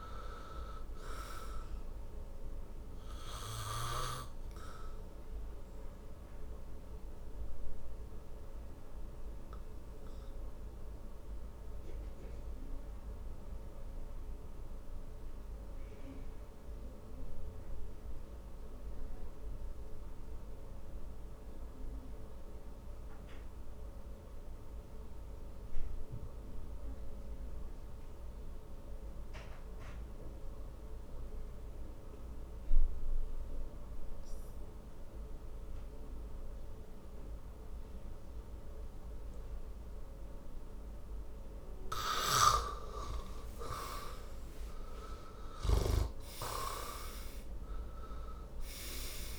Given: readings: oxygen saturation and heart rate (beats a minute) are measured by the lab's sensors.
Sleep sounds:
breathing in sleep by a room microphone; 1
0.00-30.00 s: oxygen desaturation (device-marked, oxygen 75% lowest, heart rate 50 extreme)
2.50-42.00 s: obstructive apnea (oxygen 98% before, 75% lowest, heart rate 67 before, 50 extreme, up 19 after)
42.00-46.00 s: snoring (device-marked)
43.50-48.00 s: arousal
48.00-49.38 s: oxygen desaturation (device-marked, oxygen 97% before, 76% lowest, heart rate 58 before, 51 extreme)
From the record:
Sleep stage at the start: N2 (light sleep); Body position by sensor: on the back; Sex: male

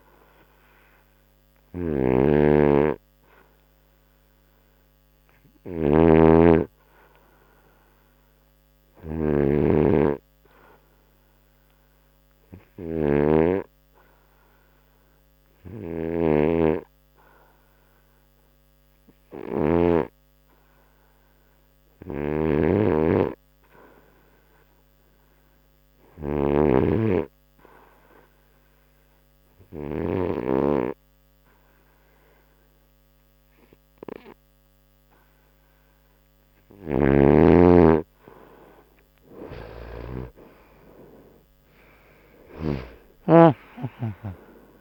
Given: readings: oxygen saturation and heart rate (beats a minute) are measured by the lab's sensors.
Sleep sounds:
breathing in sleep by a microphone on the trachea; 2
2.00-15.50 s: hypopnea (oxygen 93% before, 90% lowest, heart rate 78 before, 66 extreme, up 1 after)
17.00-20.50 s: arousal
28.00-38.00 s: obstructive apnea (oxygen 94% before, 90% lowest, heart rate 74 before, 66 extreme, up 17 after)
40.50-44.00 s: arousal
From the record:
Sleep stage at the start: N2 (light sleep); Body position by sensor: on the right side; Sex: male

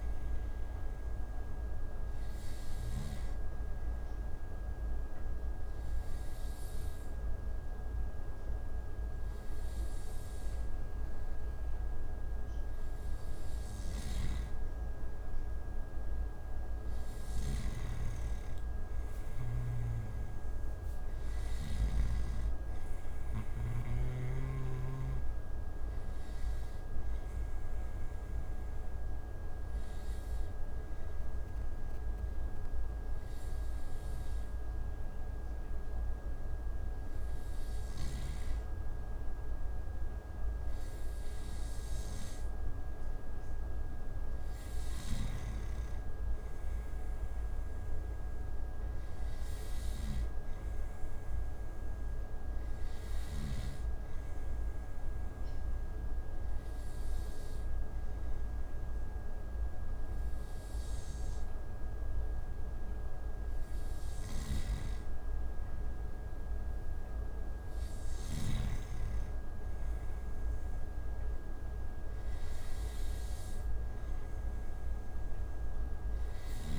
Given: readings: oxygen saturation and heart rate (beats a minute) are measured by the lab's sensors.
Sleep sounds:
breathing in sleep, hard to hear, by a room microphone; 3
0.00-3.00 s: snoring (device-marked)
2.50-13.50 s: obstructive apnea (oxygen 95% before, 92% lowest)
13.50-17.50 s: snoring (device-marked)
14.00-17.50 s: arousal
19.50-24.00 s: snoring (device-marked)
26.00-42.00 s: hypopnea (oxygen 95% before, 92% lowest)
44.00-47.50 s: arousal
45.00-53.50 s: snoring (device-marked)
54.00-66.50 s: hypopnea (oxygen 95% before, 92% lowest)
64.00-68.50 s: snoring (device-marked)
74.00-76.50 s: arousal
From the record:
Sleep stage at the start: N2 (light sleep); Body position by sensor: on the back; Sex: male

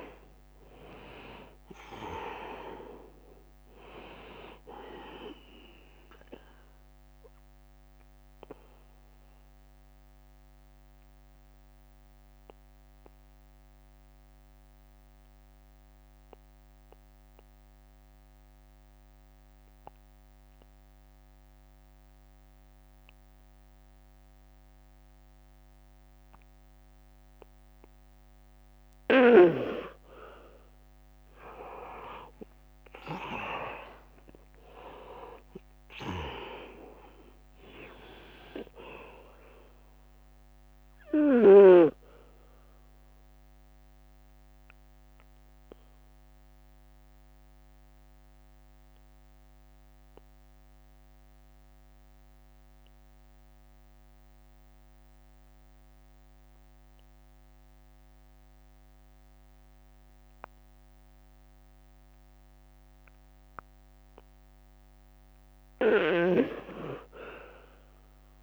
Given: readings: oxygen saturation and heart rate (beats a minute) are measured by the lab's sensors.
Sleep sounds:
breathing in sleep by a microphone on the trachea; 2
0.00-10.00 s: drop in pulse transit time (device-marked, heart rate 72 extreme)
0.00-22.00 s: oxygen desaturation (device-marked, oxygen 81% lowest, heart rate 69 extreme)
6.50-28.00 s: obstructive apnea (oxygen 100% before, 81% lowest, heart rate 78 before, 69 extreme, up 14 after)
31.00-35.00 s: arousal
33.00-44.00 s: drop in pulse transit time (device-marked, heart rate 75 before, 72 extreme)
35.00-39.00 s: oxygen desaturation (device-marked, oxygen 100% before, 95% lowest, heart rate 75 before, 69 extreme)
36.00-38.00 s: long interval between heartbeats (device-marked, heart rate 75 before, 74 extreme)
41.00-58.00 s: oxygen desaturation (device-marked, oxygen 99% before, 87% lowest, heart rate 75 before, 69 extreme)
42.00-63.50 s: obstructive apnea (oxygen 100% before, 81% lowest, heart rate 75 before, 70 extreme, up 5 after)
From the record:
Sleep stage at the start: N2 (light sleep); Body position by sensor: on the back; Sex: male

